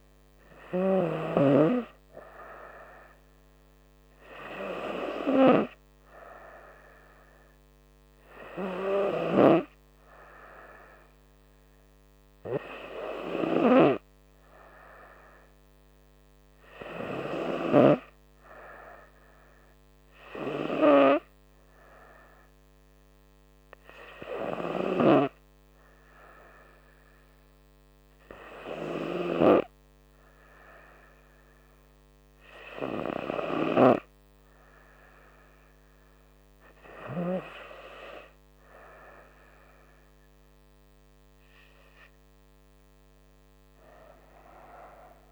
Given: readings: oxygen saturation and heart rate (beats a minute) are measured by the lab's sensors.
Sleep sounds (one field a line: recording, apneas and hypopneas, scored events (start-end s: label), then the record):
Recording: breathing in sleep by a microphone on the trachea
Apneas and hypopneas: none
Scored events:
0.00-1.50 s: snoring (device-marked)
44.00-45.32 s: arousal
From the record:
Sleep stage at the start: N2 (light sleep)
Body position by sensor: on the right side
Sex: female